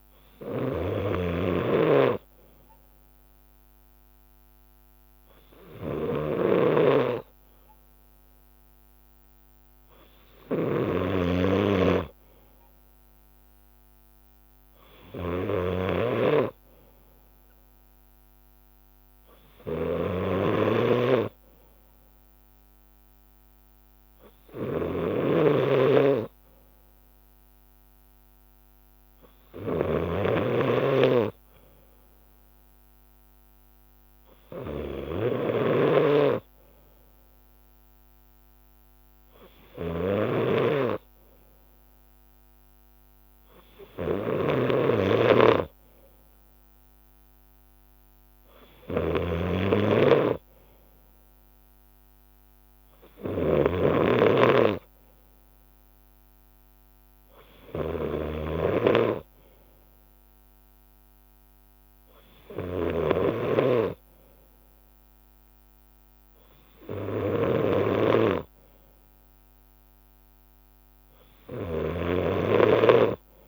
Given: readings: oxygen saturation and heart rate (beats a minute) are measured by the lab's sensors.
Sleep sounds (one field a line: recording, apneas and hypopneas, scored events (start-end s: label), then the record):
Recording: breathing in sleep by a microphone on the trachea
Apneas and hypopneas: none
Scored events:
0.00-3.00 s: leg movement (device-marked)
0.00-11.50 s: snoring (device-marked)
4.50-9.00 s: leg movement (device-marked)
19.00-25.00 s: leg movement (device-marked)
20.50-58.50 s: snoring (device-marked)
48.50-51.50 s: leg movement (device-marked)
71.50-73.48 s: snoring (device-marked)
From the record:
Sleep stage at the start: N2 (light sleep)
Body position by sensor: on the left side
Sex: male